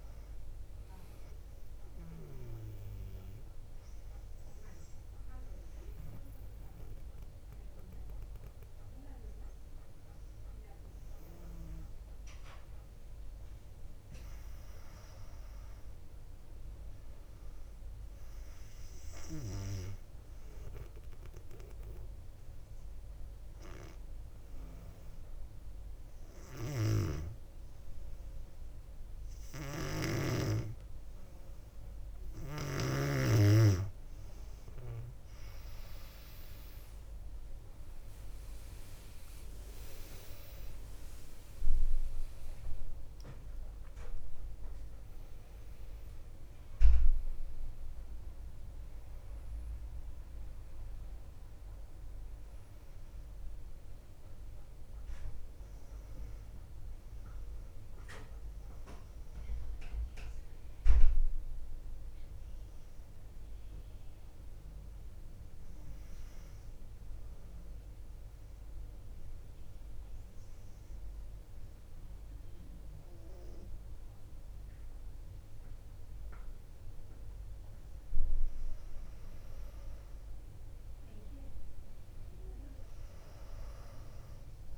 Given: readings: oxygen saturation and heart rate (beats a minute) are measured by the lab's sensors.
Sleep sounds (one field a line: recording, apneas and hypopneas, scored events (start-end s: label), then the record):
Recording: breathing in sleep by a room microphone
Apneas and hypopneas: 3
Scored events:
0.00-1.00 s: drop in pulse transit time (device-marked, heart rate 58 extreme)
0.00-1.00 s: oxygen desaturation (device-marked, oxygen 96% lowest, heart rate 55 extreme)
2.00-13.00 s: obstructive apnea (oxygen 99% before, 95% lowest, heart rate 61 before, 56 extreme, up 4 after)
14.50-17.00 s: arousal
19.50-33.00 s: hypopnea (oxygen 100% before, 95% lowest, heart rate 57 before, 60 extreme, up 5 after)
29.50-33.00 s: snoring (device-marked)
36.00-42.00 s: arousal
41.00-61.00 s: oxygen desaturation (device-marked, oxygen 99% before, 95% lowest, heart rate 61 before, 57 extreme)
67.00-78.00 s: obstructive apnea (oxygen 100% before, 96% lowest, heart rate 61 before, 57 extreme, up 3 after)
80.00-84.00 s: arousal
From the record:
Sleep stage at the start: N2 (light sleep)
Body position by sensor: on the back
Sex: female